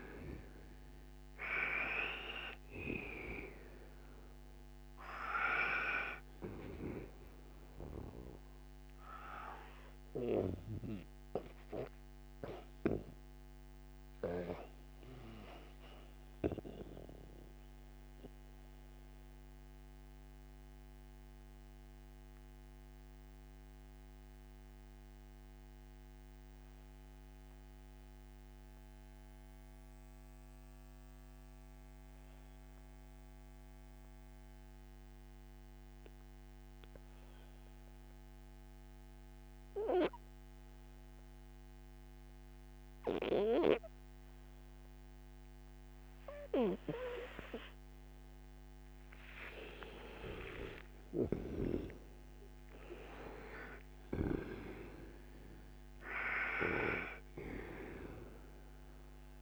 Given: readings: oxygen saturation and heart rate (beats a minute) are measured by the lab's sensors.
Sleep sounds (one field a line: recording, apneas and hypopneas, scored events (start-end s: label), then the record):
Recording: breathing in sleep by a microphone on the trachea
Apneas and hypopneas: 1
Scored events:
0.00-27.00 s: oxygen desaturation (device-marked, oxygen 82% lowest, heart rate 37 extreme)
7.50-49.00 s: mixed apnea (oxygen 98% before, 80% lowest, heart rate 52 before, 47 extreme, up 1 after)
44.00-59.42 s: oxygen desaturation (device-marked, oxygen 98% before, 80% lowest, heart rate 62 before, 46 extreme)
50.00-55.50 s: arousal
50.50-54.00 s: snoring (device-marked)
From the record:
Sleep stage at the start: N2 (light sleep)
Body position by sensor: on the right side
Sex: male